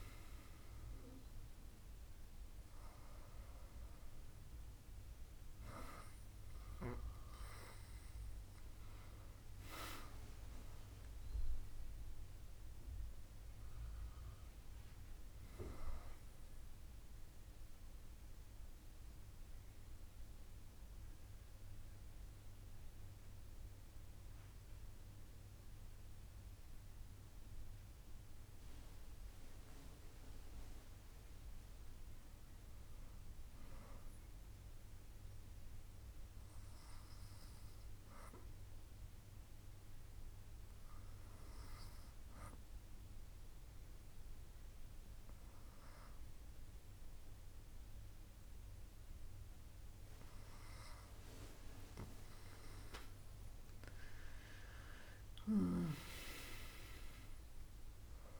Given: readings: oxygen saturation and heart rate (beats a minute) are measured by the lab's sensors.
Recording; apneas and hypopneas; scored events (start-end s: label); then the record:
breathing in sleep by a room microphone; 2
16.50-31.50 s: mixed apnea (oxygen 98% before, 97% lowest, heart rate 83 before, 67 extreme, up 7 after)
33.00-36.00 s: arousal
42.00-52.00 s: obstructive apnea (oxygen 99% before, 97% lowest, heart rate 70 before, 67 extreme, up 7 after)
54.50-58.40 s: arousal
From the record:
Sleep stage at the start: N2 (light sleep); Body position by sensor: on the back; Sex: female